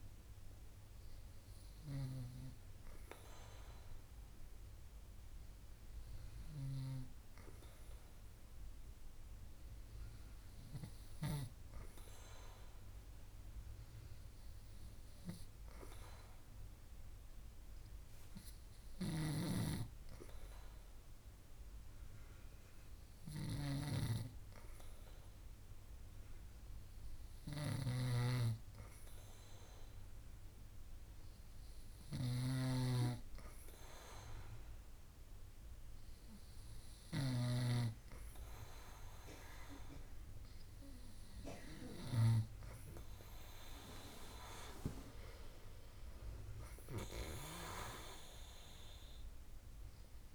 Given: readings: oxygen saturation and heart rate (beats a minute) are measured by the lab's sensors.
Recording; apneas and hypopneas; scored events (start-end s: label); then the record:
breathing in sleep by a room microphone; none
none scored
From the record:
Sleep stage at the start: N2 (light sleep); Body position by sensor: on the back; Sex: female